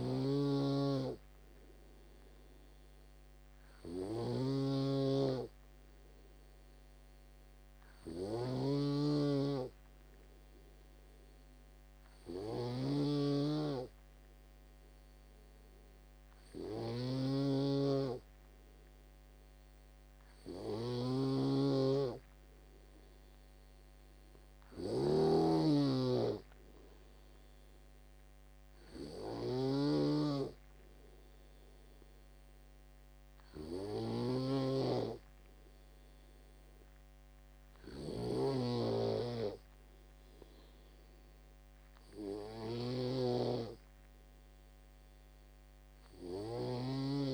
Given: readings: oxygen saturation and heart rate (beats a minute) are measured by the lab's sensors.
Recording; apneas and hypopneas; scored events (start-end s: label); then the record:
breathing in sleep by a microphone on the trachea; none
0.00-17.50 s: snoring (device-marked)
7.00-47.34 s: new sleep stage, N3 (deep sleep)
25.00-35.00 s: snoring (device-marked)
43.00-47.00 s: snoring (device-marked)
From the record:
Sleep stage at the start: N2 (light sleep); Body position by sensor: on the back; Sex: male